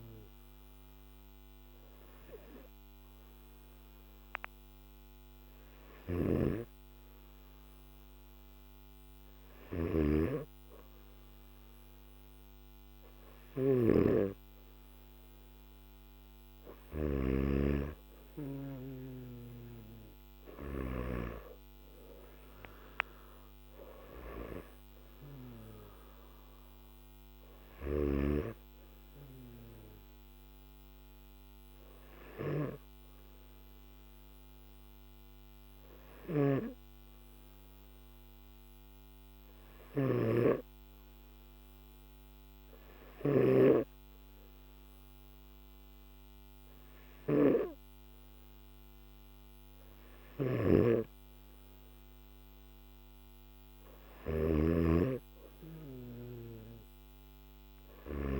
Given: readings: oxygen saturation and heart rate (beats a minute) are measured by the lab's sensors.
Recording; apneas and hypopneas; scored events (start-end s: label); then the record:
breathing in sleep by a microphone on the trachea; none
49.50-58.00 s: snoring (device-marked)
From the record:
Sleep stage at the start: N3 (deep sleep); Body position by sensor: on the back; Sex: male